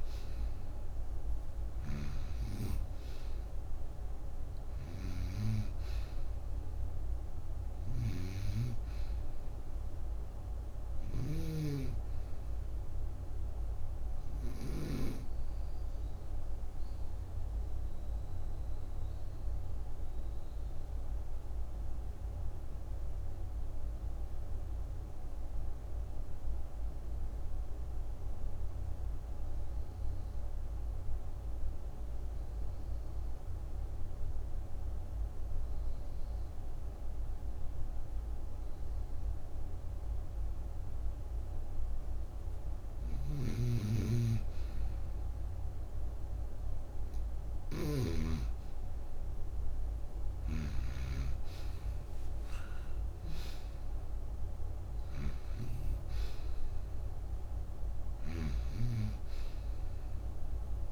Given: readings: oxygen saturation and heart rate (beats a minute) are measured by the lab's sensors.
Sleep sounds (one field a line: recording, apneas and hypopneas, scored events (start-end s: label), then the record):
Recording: breathing in sleep by a room microphone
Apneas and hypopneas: 1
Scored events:
0.00-15.00 s: snoring (device-marked)
0.00-36.00 s: oxygen desaturation (device-marked, oxygen 84% lowest, heart rate 54 extreme)
15.50-42.50 s: obstructive apnea (oxygen 97% before, 84% lowest, heart rate 65 before, 54 extreme, up 10 after)
43.00-48.00 s: snoring (device-marked)
49.00-53.00 s: arousal
49.00-60.92 s: oxygen desaturation (device-marked, oxygen 97% before, 85% lowest, heart rate 60 before, 56 extreme)
50.00-60.92 s: snoring (device-marked)
From the record:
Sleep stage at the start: N2 (light sleep)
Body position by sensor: on the right side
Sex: female